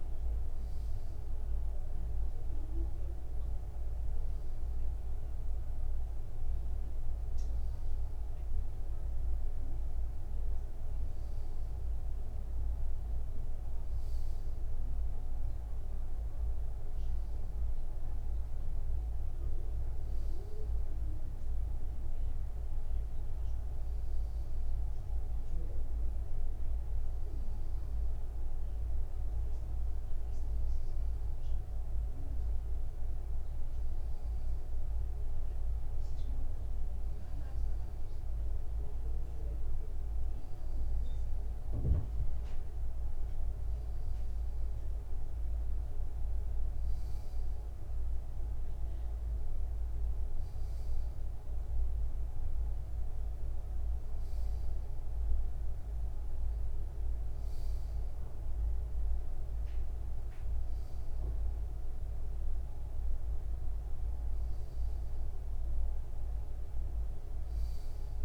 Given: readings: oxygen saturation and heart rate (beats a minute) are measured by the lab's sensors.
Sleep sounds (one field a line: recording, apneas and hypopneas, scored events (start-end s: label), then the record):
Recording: breathing in sleep, hard to hear, by a room microphone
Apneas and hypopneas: none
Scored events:
37.50-41.50 s: arousal
From the record:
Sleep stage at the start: N2 (light sleep)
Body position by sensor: on the back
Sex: male